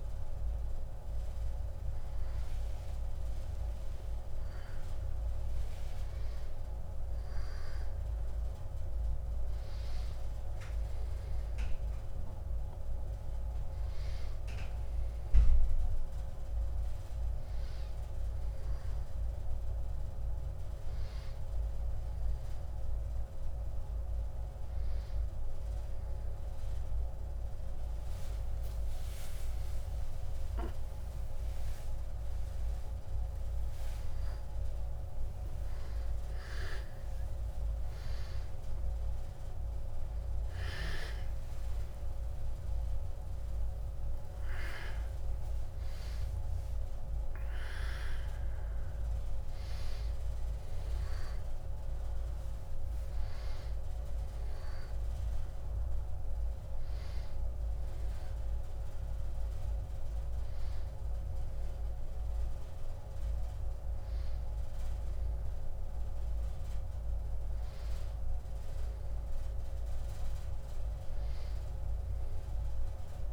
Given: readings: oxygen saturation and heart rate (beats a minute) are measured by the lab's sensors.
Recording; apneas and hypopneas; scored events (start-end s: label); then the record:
a person awake in a sleep study, hard to hear, by a room microphone; none
41.00-43.00 s: long interval between heartbeats (device-marked, heart rate 88 before, 89 extreme)
62.50-73.32 s: new sleep stage, N1 (lightest sleep)
From the record:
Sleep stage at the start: awake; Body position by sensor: on the back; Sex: female